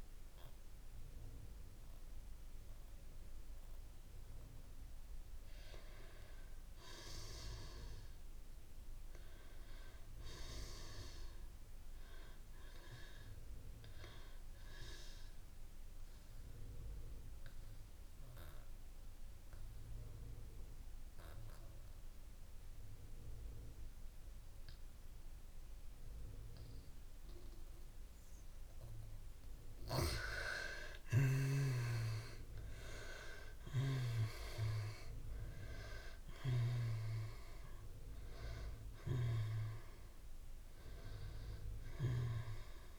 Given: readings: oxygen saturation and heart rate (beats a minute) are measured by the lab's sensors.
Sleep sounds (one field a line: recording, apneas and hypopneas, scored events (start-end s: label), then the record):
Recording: breathing in sleep by a room microphone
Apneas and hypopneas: 1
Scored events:
0.00-10.00 s: oxygen desaturation (device-marked, oxygen 84% lowest)
12.50-29.50 s: mixed apnea (oxygen 98% before, 82% lowest)
31.50-34.50 s: arousal
32.00-42.99 s: oxygen desaturation (device-marked, oxygen 95% before, 82% lowest)
From the record:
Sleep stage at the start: N2 (light sleep)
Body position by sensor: on the back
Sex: female